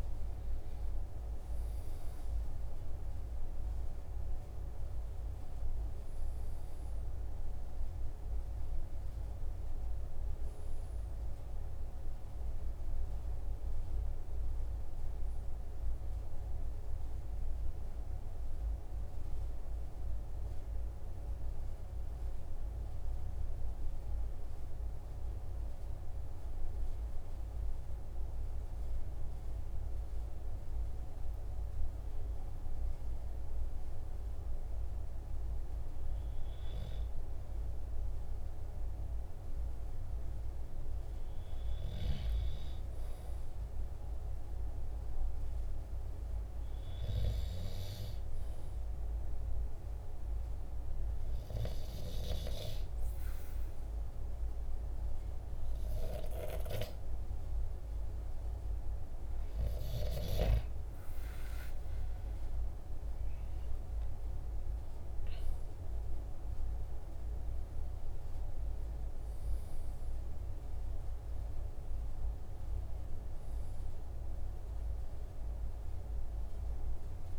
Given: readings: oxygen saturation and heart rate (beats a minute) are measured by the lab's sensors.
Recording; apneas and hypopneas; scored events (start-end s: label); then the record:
breathing in sleep, hard to hear, by a room microphone; 2
0.00-2.00 s: arousal
17.50-29.50 s: hypopnea (oxygen 99% before, 95% lowest, heart rate 47 before, 45 extreme, up 2 after)
33.50-38.50 s: arousal
49.00-59.50 s: hypopnea (oxygen 98% before, 95% lowest, heart rate 46 before, 44 extreme, up 3 after)
62.50-67.50 s: arousal
From the record:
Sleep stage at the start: N2 (light sleep); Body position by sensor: on the back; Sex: male